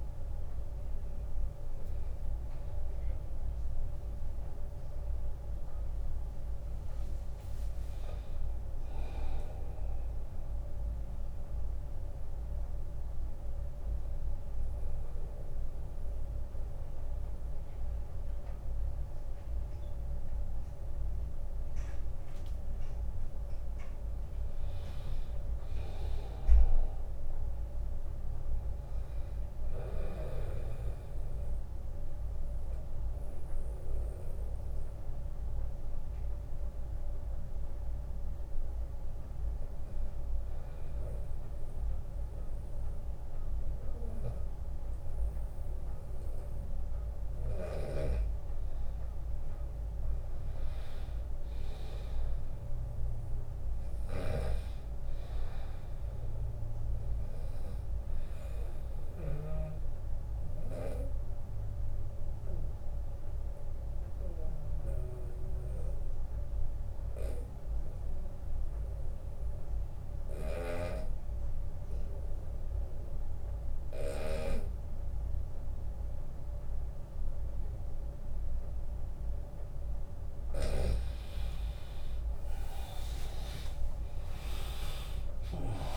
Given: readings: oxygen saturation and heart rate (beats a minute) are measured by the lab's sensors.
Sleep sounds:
breathing in sleep by a room microphone; 3
0.00-15.50 s: oxygen desaturation (device-marked, oxygen 91% lowest, heart rate 65 extreme)
7.00-9.00 s: long interval between heartbeats (device-marked, heart rate 76 before, 79 extreme)
10.00-22.00 s: obstructive apnea (oxygen 100% before, 91% lowest, heart rate 77 before, 72 extreme, up 6 after)
23.50-26.50 s: arousal
30.00-40.00 s: obstructive apnea (oxygen 100% before, 88% lowest, heart rate 80 before, 67 extreme, up 6 after)
36.50-46.50 s: oxygen desaturation (device-marked, oxygen 100% before, 96% lowest, heart rate 80 before, 67 extreme)
41.00-43.00 s: long interval between heartbeats (device-marked, heart rate 79 before, 79 extreme)
44.50-48.50 s: arousal
53.50-64.00 s: snoring (device-marked)
55.50-75.50 s: oxygen desaturation (device-marked, oxygen 99% before, 93% lowest, heart rate 74 before, 65 extreme)
58.50-79.00 s: obstructive apnea (oxygen 100% before, 87% lowest, heart rate 75 before, 65 extreme, up 21 after)
70.00-74.00 s: snoring (device-marked)
80.50-85.97 s: oxygen desaturation (device-marked, oxygen 97% before, 87% lowest, heart rate 78 before, 65 extreme)
82.50-85.97 s: arousal
83.50-85.97 s: drop in pulse transit time (device-marked, heart rate 77 before, 65 extreme)
From the record:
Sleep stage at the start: N2 (light sleep); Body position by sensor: on the back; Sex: male

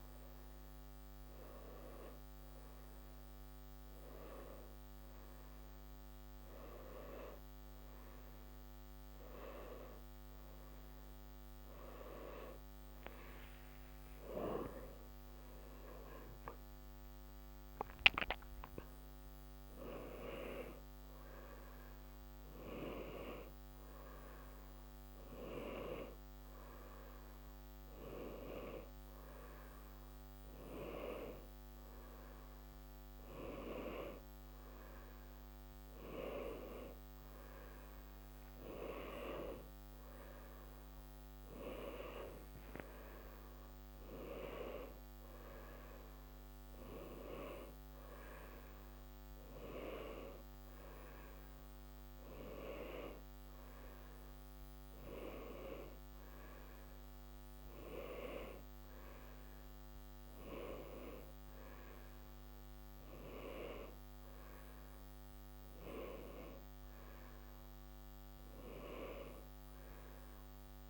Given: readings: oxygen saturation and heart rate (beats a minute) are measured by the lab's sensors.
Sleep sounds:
breathing in sleep by a microphone on the trachea; none
15.00-18.50 s: arousal
46.50-52.50 s: arousal
From the record:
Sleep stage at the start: N1 (lightest sleep); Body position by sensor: on the right side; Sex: male

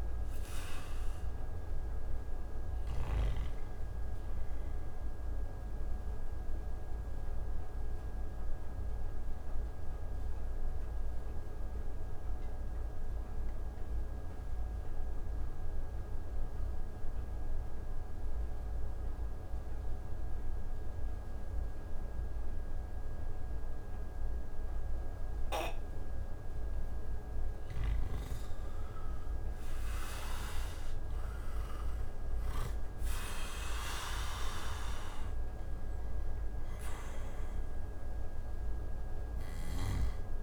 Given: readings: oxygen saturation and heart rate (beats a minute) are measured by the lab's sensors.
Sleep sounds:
breathing in sleep by a room microphone; 1
0.00-18.00 s: oxygen desaturation (device-marked, oxygen 88% lowest)
5.00-26.50 s: obstructive apnea (oxygen 98% before, 85% lowest)
29.00-33.00 s: arousal
32.00-40.43 s: oxygen desaturation (device-marked, oxygen 97% before, 85% lowest)
From the record:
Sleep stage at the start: N2 (light sleep); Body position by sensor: on the back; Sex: male

